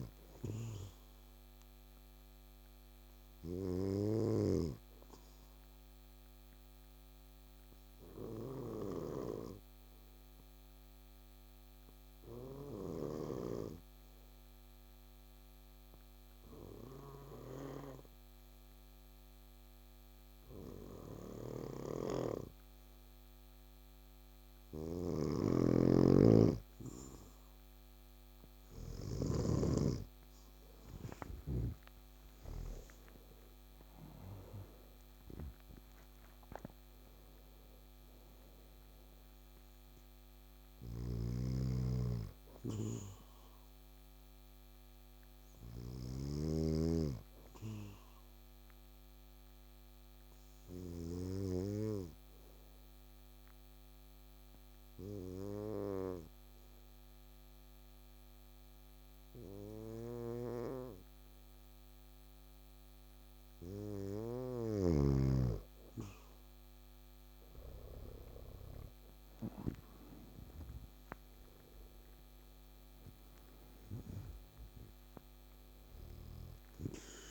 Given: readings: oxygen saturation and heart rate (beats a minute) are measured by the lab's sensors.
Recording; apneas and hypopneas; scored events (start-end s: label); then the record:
breathing in sleep by a microphone on the trachea; 2
0.00-3.50 s: snoring (device-marked)
0.00-4.00 s: oxygen desaturation (device-marked, oxygen 92% lowest, heart rate 62 extreme)
2.50-26.50 s: obstructive apnea (oxygen 97% before, 91% lowest, heart rate 71 before, 62 extreme, up 14 after)
24.50-29.00 s: snoring (device-marked)
28.00-55.00 s: oxygen desaturation (device-marked, oxygen 99% before, 91% lowest, heart rate 64 before, 61 extreme)
31.00-35.00 s: arousal
40.50-46.00 s: snoring (device-marked)
44.00-63.00 s: obstructive apnea (oxygen 99% before, 91% lowest, heart rate 73 before, 61 extreme, up 8 after)
67.00-77.31 s: oxygen desaturation (device-marked, oxygen 99% before, 93% lowest, heart rate 63 before, 63 extreme)
70.50-75.50 s: arousal
From the record:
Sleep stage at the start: N2 (light sleep); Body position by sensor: on the back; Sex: male